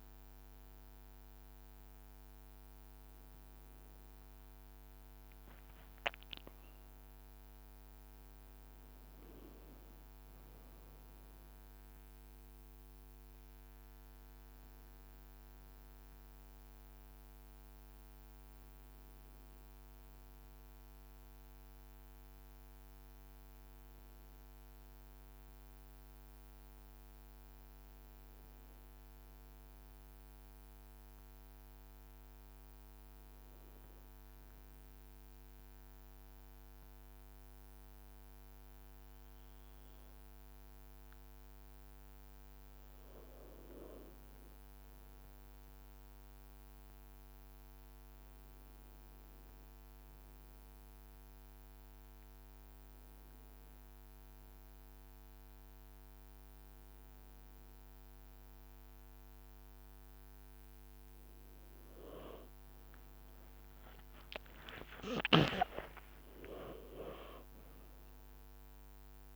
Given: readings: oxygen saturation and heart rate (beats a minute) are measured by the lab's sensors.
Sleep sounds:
breathing in sleep by a microphone on the trachea; 1
10.50-69.36 s: new sleep stage, N2 (light sleep)
12.50-16.50 s: arousal
22.50-41.00 s: hypopnea (oxygen 94% before, 93% lowest, heart rate 59 before, 53 extreme, up 1 after)
49.50-67.50 s: oxygen desaturation (device-marked, oxygen 97% before, 93% lowest, heart rate 54 before, 55 extreme)
61.50-69.36 s: leg movement (device-marked)
64.50-66.50 s: long interval between heartbeats (device-marked, heart rate 55 before, 67 extreme)
64.50-69.00 s: arousal
From the record:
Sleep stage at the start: N1 (lightest sleep); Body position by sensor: on the back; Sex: male

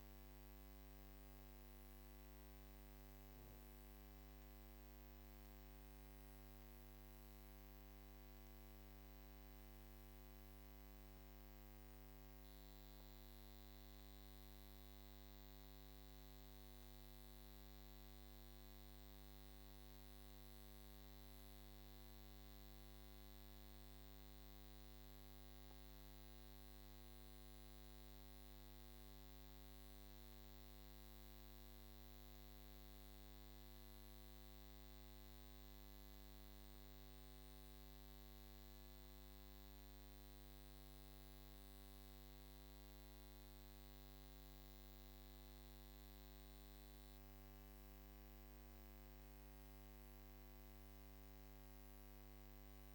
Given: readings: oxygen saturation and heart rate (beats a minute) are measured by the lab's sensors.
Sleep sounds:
breathing in sleep, hard to hear, by a microphone on the trachea; none
none scored
From the record:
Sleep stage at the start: N1 (lightest sleep); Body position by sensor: on the back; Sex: female

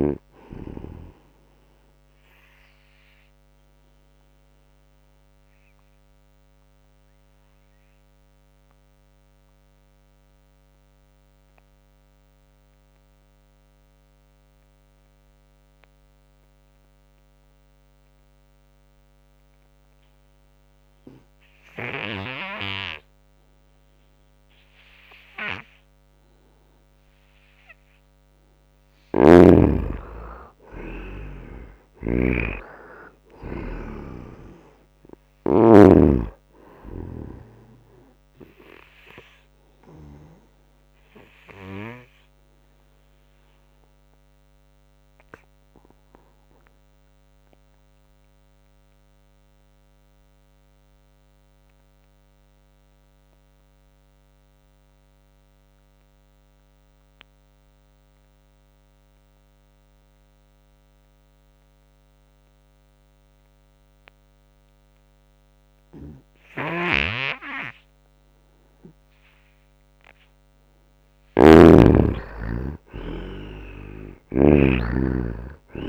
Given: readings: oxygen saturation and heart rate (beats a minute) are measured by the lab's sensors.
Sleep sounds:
breathing in sleep by a microphone on the trachea; 2
0.00-2.00 s: oxygen desaturation (device-marked, oxygen 82% lowest, heart rate 80 extreme)
2.50-28.50 s: obstructive apnea (oxygen 97% before, 83% lowest, heart rate 91 before, 80 extreme, up 6 after)
19.00-49.00 s: oxygen desaturation (device-marked, oxygen 98% before, 85% lowest, heart rate 87 before, 78 extreme)
28.50-35.50 s: snoring (device-marked)
30.00-34.50 s: arousal
39.00-69.50 s: obstructive apnea (oxygen 98% before, 79% lowest, heart rate 83 before, 78 extreme, up 8 after)
62.00-75.89 s: oxygen desaturation (device-marked, oxygen 97% before, 83% lowest, heart rate 83 before, 76 extreme)
66.50-74.50 s: snoring (device-marked)
71.00-74.50 s: arousal
From the record:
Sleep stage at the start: N2 (light sleep); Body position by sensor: on the right side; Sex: male

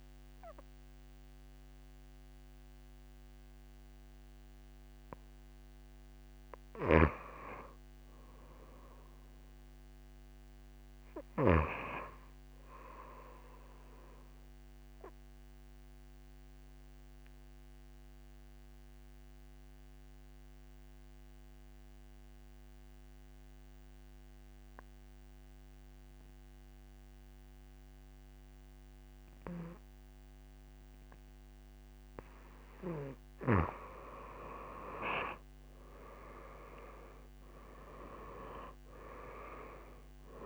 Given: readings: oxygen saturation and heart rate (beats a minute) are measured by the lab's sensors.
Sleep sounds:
breathing in sleep by a microphone on the trachea; 1
0.00-18.00 s: oxygen desaturation (device-marked, oxygen 87% lowest)
14.00-33.00 s: obstructive apnea (oxygen 92% before, 88% lowest)
36.00-40.46 s: arousal
36.00-40.46 s: oxygen desaturation (device-marked, oxygen 97% before, 88% lowest)
From the record:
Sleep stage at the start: N2 (light sleep); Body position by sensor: on the back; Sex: female

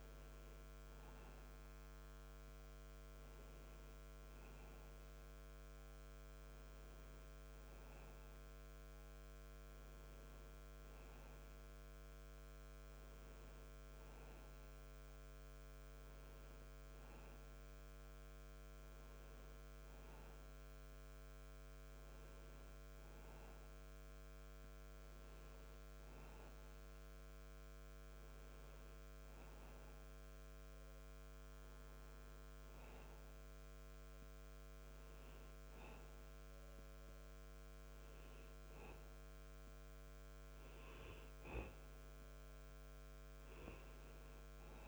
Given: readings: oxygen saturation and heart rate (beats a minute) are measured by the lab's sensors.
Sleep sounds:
breathing in sleep, hard to hear, by a microphone on the trachea; none
none scored
From the record:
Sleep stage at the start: N1 (lightest sleep); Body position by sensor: on the back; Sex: male

